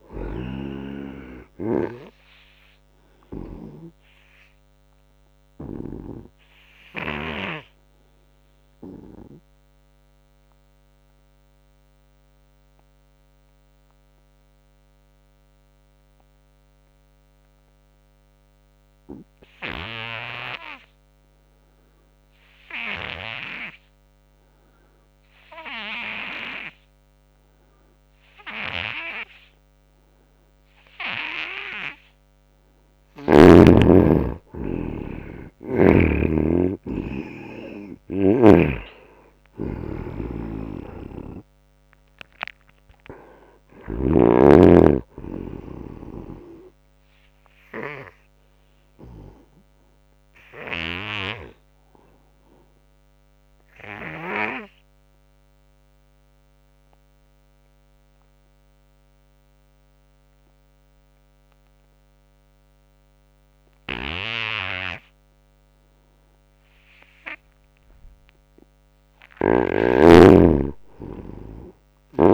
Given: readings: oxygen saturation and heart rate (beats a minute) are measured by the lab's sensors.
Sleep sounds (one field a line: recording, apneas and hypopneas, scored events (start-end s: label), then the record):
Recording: breathing in sleep by a microphone on the trachea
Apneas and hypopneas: 2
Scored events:
0.00-3.50 s: snoring (device-marked)
0.00-13.50 s: oxygen desaturation (device-marked, oxygen 81% lowest, heart rate 74 extreme)
3.00-31.00 s: obstructive apnea (oxygen 98% before, 77% lowest, heart rate 81 before, 74 extreme, up 7 after)
25.50-55.50 s: oxygen desaturation (device-marked, oxygen 98% before, 77% lowest, heart rate 83 before, 74 extreme)
33.00-37.50 s: arousal
40.50-44.00 s: snoring (device-marked)
47.00-67.50 s: obstructive apnea (oxygen 98% before, 77% lowest, heart rate 81 before, 79 extreme, up 6 after)
68.50-72.34 s: oxygen desaturation (device-marked, oxygen 97% before, 85% lowest, heart rate 84 before, 79 extreme)
69.00-72.34 s: arousal
From the record:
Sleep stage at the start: N2 (light sleep)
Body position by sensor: on the right side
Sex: male